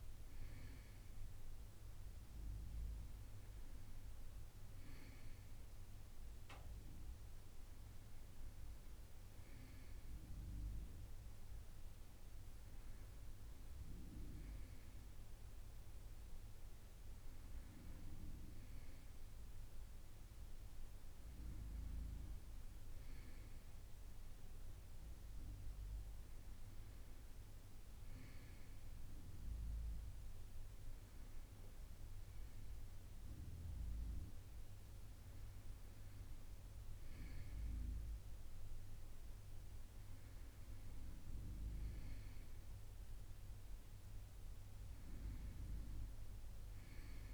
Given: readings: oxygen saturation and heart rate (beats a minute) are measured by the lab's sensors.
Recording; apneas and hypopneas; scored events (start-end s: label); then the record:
a person awake in a sleep study, hard to hear, by a room microphone; none
none scored
From the record:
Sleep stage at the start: awake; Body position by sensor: on the right side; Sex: male